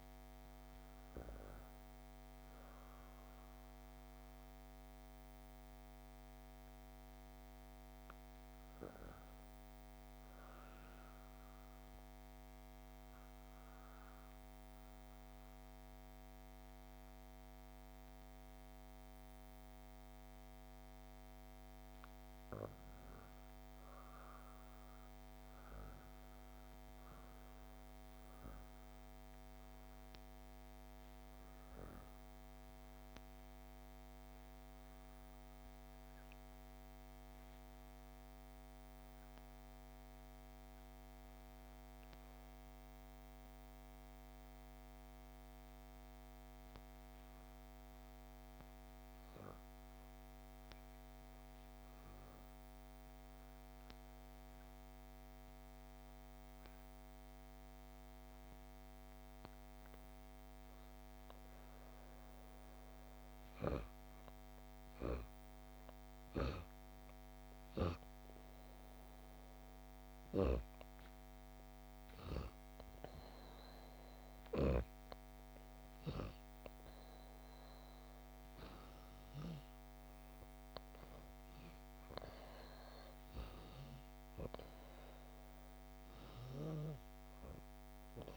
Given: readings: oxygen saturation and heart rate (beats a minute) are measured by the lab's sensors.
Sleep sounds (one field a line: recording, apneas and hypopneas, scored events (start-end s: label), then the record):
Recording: breathing in sleep, hard to hear, by a microphone on the trachea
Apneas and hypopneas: 2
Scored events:
11.00-21.00 s: obstructive apnea (oxygen 98% before, 92% lowest, heart rate 70 before, 58 extreme, up 3 after)
22.50-26.00 s: arousal
51.00-62.00 s: obstructive apnea (oxygen 96% before, 91% lowest, heart rate 71 before, 61 extreme, up 32 after)
64.50-69.50 s: arousal
64.50-88.37 s: oxygen desaturation (device-marked, oxygen 95% before, 91% lowest, heart rate 72 before, 68 extreme)
From the record:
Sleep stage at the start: REM sleep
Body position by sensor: on the back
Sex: female